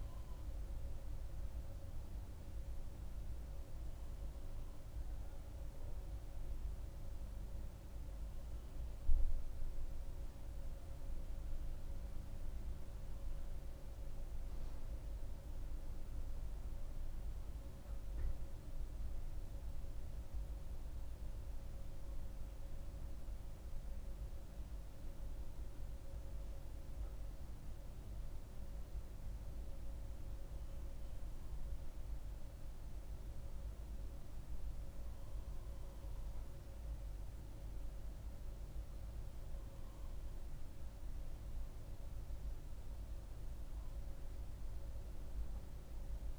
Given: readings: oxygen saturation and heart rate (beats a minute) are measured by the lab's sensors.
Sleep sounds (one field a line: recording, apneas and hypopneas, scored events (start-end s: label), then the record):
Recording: a person partly awake in a sleep study, hard to hear, by a room microphone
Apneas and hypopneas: 1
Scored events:
14.00-44.00 s: new sleep stage, N1 (lightest sleep)
20.00-32.50 s: hypopnea (oxygen 96% before, 92% lowest, heart rate 68 before, 67 extreme, up 3 after)
35.00-39.00 s: arousal
38.00-46.39 s: oxygen desaturation (device-marked, oxygen 96% before, 92% lowest, heart rate 68 before, 67 extreme)
44.00-46.39 s: new sleep stage, N2 (light sleep)
From the record:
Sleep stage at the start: awake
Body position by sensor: on the right side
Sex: female